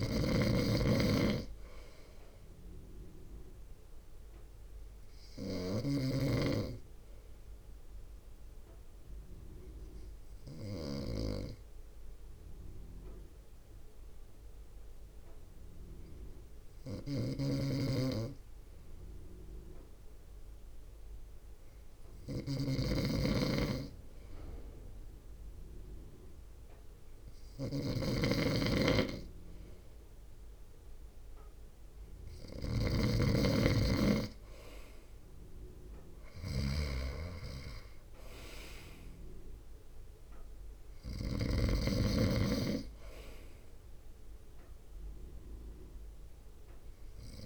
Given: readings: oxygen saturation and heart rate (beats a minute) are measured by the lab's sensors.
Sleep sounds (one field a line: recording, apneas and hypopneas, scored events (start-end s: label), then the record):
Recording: breathing in sleep by a room microphone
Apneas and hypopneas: 1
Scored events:
0.00-7.00 s: drop in pulse transit time (device-marked, heart rate 56 extreme)
0.00-41.50 s: snoring (device-marked)
8.50-23.00 s: obstructive apnea (oxygen 96% before, 94% lowest, heart rate 58 before, 55 extreme, up 3 after)
25.00-28.00 s: arousal
35.00-47.46 s: drop in pulse transit time (device-marked, heart rate 59 before, 55 extreme)
From the record:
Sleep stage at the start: N2 (light sleep)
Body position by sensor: on the front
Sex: male